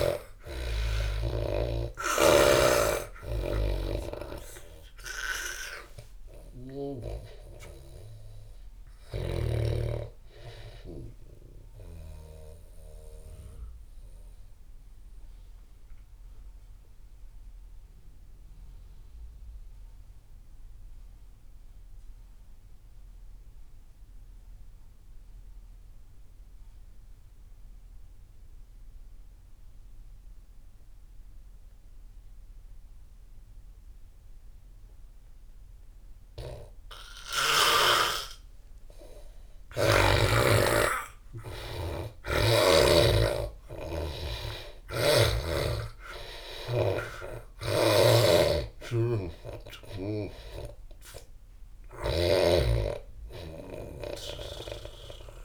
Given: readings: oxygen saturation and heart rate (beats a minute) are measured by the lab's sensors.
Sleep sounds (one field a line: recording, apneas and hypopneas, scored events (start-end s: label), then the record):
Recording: breathing in sleep by a room microphone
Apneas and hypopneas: 1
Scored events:
0.00-13.00 s: oxygen desaturation (device-marked, oxygen 85% lowest)
12.00-38.00 s: obstructive apnea (oxygen 98% before, 82% lowest)
33.00-55.45 s: oxygen desaturation (device-marked, oxygen 98% before, 84% lowest)
40.00-44.50 s: arousal
47.50-52.00 s: snoring (device-marked)
From the record:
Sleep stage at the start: N2 (light sleep)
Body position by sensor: on the back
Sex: male